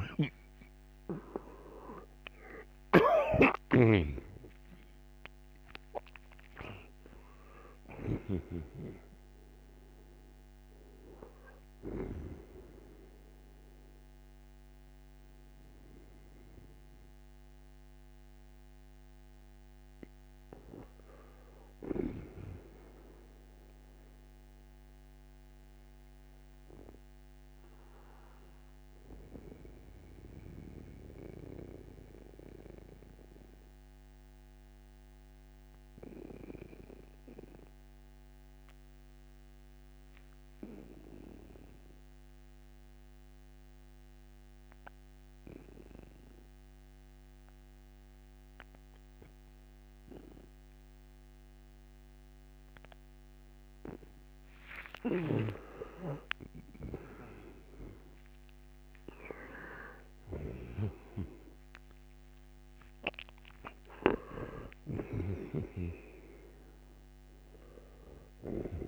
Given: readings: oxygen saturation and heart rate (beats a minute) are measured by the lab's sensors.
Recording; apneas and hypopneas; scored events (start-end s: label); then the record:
breathing in sleep by a microphone on the trachea; 1
0.00-3.00 s: arousal
0.00-12.00 s: snoring (device-marked)
0.00-34.00 s: oxygen desaturation (device-marked, oxygen 80% lowest, heart rate 62 extreme)
17.00-68.88 s: new sleep stage, N1 (lightest sleep)
31.50-54.50 s: mixed apnea (oxygen 87% before, 81% lowest, heart rate 69 before, 62 extreme, up 35 after)
53.00-68.88 s: oxygen desaturation (device-marked, oxygen 97% before, 81% lowest, heart rate 62 before, 59 extreme)
54.50-68.50 s: snoring (device-marked)
55.50-63.00 s: arousal
From the record:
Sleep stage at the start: N2 (light sleep); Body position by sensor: on the right side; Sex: male